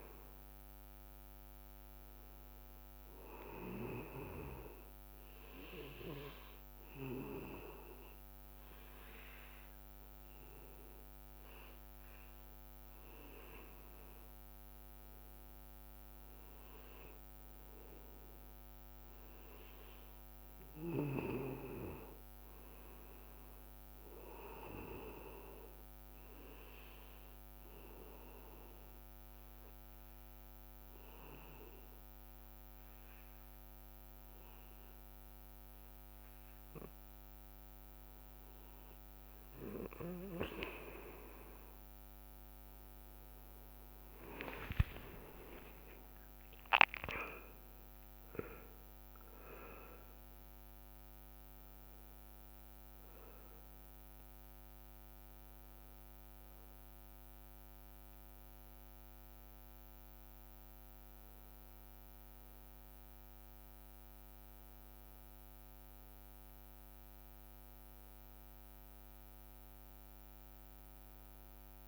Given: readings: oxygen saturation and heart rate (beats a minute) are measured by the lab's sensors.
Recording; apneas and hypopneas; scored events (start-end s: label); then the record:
breathing in sleep by a microphone on the trachea; 2
0.00-2.50 s: arousal
4.50-15.50 s: hypopnea (oxygen 98% before, 94% lowest)
17.00-20.50 s: arousal
29.00-40.00 s: obstructive apnea (oxygen 97% before, 94% lowest)
42.00-46.00 s: arousal
48.50-69.50 s: oxygen desaturation (device-marked, oxygen 98% before, 94% lowest)
68.50-71.50 s: arousal
From the record:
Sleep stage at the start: N2 (light sleep); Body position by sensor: on the back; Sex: male